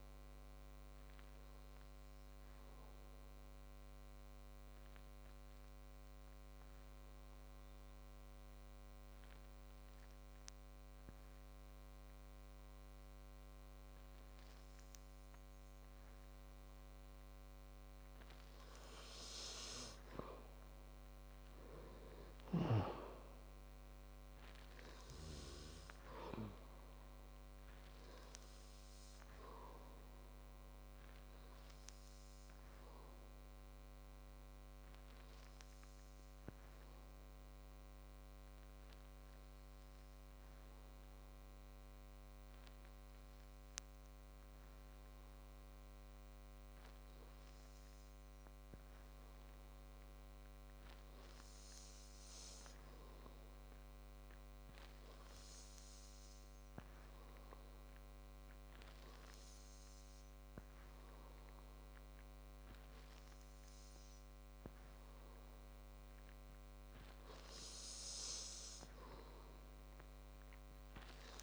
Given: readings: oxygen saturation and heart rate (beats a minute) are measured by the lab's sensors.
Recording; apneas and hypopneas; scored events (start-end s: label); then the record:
breathing in sleep by a microphone on the trachea; 2
0.50-15.00 s: hypopnea (oxygen 98% before, 95% lowest, heart rate 66 before, 50 extreme, up 23 after)
21.00-24.50 s: arousal
38.50-67.00 s: hypopnea (oxygen 98% before, 94% lowest, heart rate 67 before, 51 extreme, up 6 after)
From the record:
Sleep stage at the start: N2 (light sleep); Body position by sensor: on the back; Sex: male